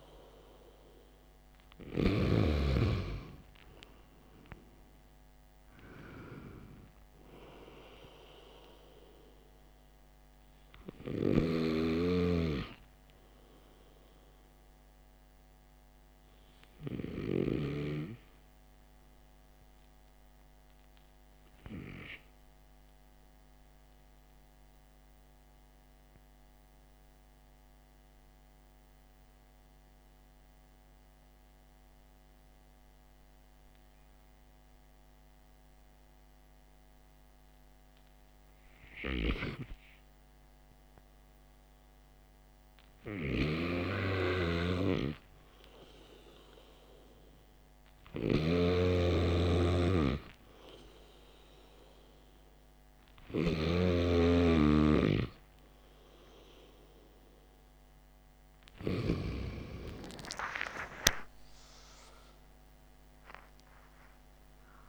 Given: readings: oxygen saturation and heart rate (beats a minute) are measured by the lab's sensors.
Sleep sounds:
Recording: breathing in sleep by a microphone on the trachea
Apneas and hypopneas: 1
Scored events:
23.50-38.50 s: central apnea (oxygen 96% before, 93% lowest, heart rate 56 before, 49 extreme, up 10 after)
41.50-45.50 s: arousal
48.00-54.00 s: snoring (device-marked)
60.00-64.50 s: arousal
From the record:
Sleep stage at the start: N2 (light sleep)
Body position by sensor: on the back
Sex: male

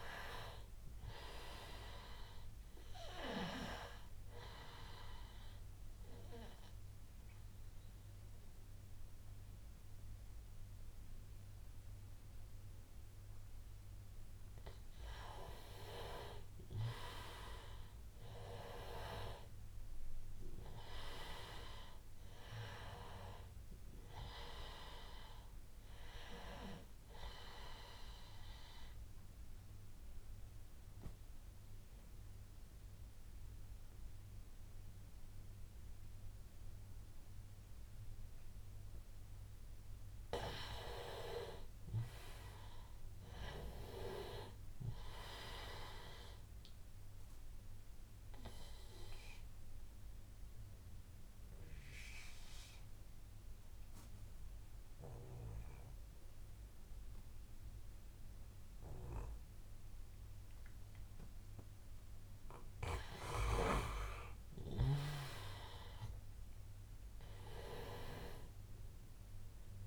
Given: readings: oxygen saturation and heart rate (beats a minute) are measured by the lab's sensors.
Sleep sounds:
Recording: breathing in sleep by a room microphone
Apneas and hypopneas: 3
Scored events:
0.00-14.50 s: oxygen desaturation (device-marked, oxygen 93% lowest, heart rate 83 extreme)
2.50-69.87 s: new sleep stage, N2 (light sleep)
5.00-15.50 s: obstructive apnea (oxygen 98% before, 91% lowest, heart rate 90 before, 83 extreme, up 3 after)
17.50-20.50 s: arousal
21.50-36.50 s: oxygen desaturation (device-marked, oxygen 96% before, 91% lowest, heart rate 88 before, 83 extreme)
27.50-40.50 s: obstructive apnea (oxygen 96% before, 90% lowest, heart rate 89 before, 83 extreme, up 6 after)
41.00-44.50 s: arousal
47.00-63.00 s: obstructive apnea (oxygen 97% before, 90% lowest, heart rate 86 before, 84 extreme, up 8 after)
47.50-58.50 s: oxygen desaturation (device-marked, oxygen 97% before, 92% lowest, heart rate 86 before, 84 extreme)
64.50-68.00 s: arousal
64.50-69.87 s: oxygen desaturation (device-marked, oxygen 97% before, 90% lowest, heart rate 87 before, 85 extreme)
From the record:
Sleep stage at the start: N1 (lightest sleep)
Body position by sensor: on the back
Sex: male

